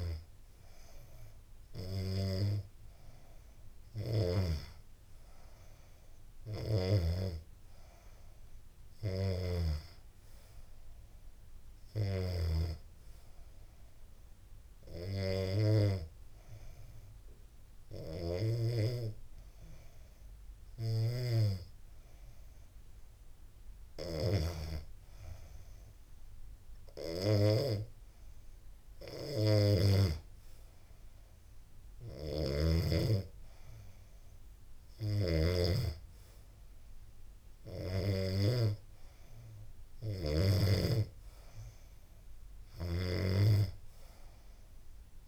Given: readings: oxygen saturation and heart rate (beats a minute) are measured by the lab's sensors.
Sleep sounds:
breathing in sleep by a room microphone; 1
13.00-24.00 s: hypopnea (oxygen 95% before, 92% lowest, heart rate 78 before, 75 extreme, up 3 after)
26.00-29.50 s: arousal
33.50-37.50 s: snoring (device-marked)
From the record:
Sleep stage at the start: N2 (light sleep); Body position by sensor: on the back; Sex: female

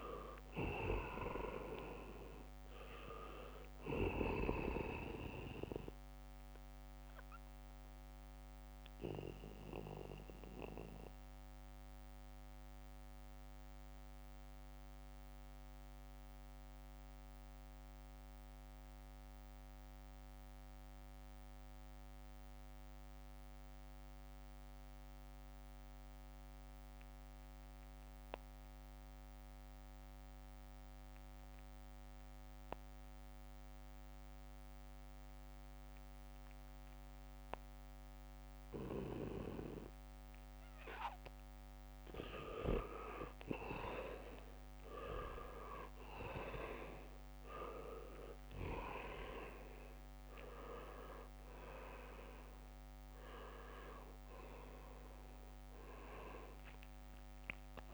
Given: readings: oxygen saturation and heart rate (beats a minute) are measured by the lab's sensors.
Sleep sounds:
breathing in sleep by a microphone on the trachea; 1
0.00-22.50 s: oxygen desaturation (device-marked, oxygen 79% lowest, heart rate 59 extreme)
3.50-6.00 s: leg movement (device-marked)
7.50-42.00 s: mixed apnea (oxygen 99% before, 77% lowest, heart rate 67 before, 58 extreme)
33.50-57.94 s: oxygen desaturation (device-marked, oxygen 99% before, 77% lowest, heart rate 68 before, 58 extreme)
42.50-46.50 s: bradycardia (device-marked, heart rate 69 before, 59 extreme)
44.50-50.00 s: arousal
From the record:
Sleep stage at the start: N2 (light sleep); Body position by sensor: on the back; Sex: male

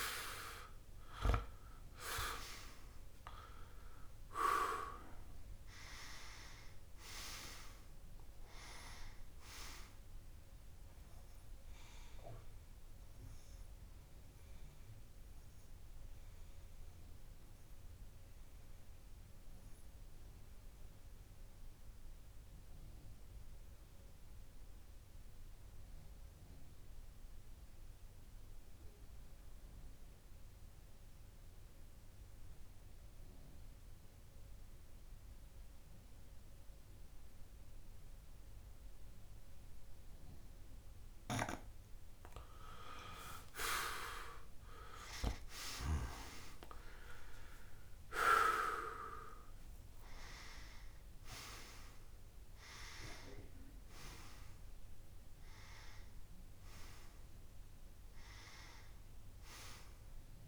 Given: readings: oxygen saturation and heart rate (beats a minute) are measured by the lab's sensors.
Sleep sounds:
breathing in sleep by a room microphone; 1
0.00-1.00 s: arousal
14.00-42.50 s: obstructive apnea (oxygen 100% before, 93% lowest)
24.50-34.50 s: oxygen desaturation (device-marked, oxygen 97% before, 93% lowest)
44.50-48.50 s: arousal
45.50-60.48 s: oxygen desaturation (device-marked, oxygen 99% before, 95% lowest)
From the record:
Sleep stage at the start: N2 (light sleep); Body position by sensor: on the back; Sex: male

